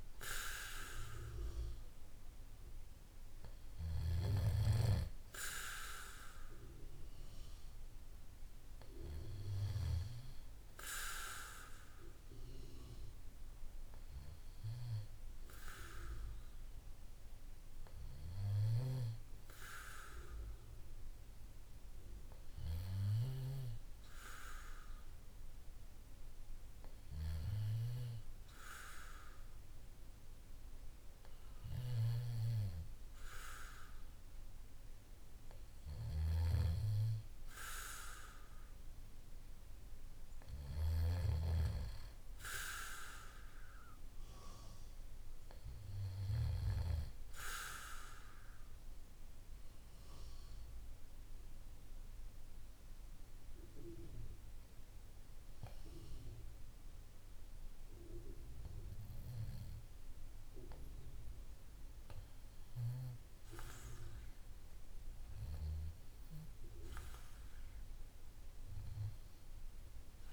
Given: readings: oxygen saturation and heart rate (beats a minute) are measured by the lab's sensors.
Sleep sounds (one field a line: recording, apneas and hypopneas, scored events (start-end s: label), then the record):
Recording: breathing in sleep by a room microphone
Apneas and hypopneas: 2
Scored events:
0.50-4.50 s: arousal
20.00-34.50 s: hypopnea (oxygen 95% before, 93% lowest, heart rate 53 before, 51 extreme, up 1 after)
35.50-38.00 s: arousal
43.50-70.33 s: new sleep stage, REM sleep
47.50-61.00 s: obstructive apnea (oxygen 95% before, 91% lowest, heart rate 54 before, 50 extreme, up 0 after)
From the record:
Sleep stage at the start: N2 (light sleep)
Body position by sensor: on the back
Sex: male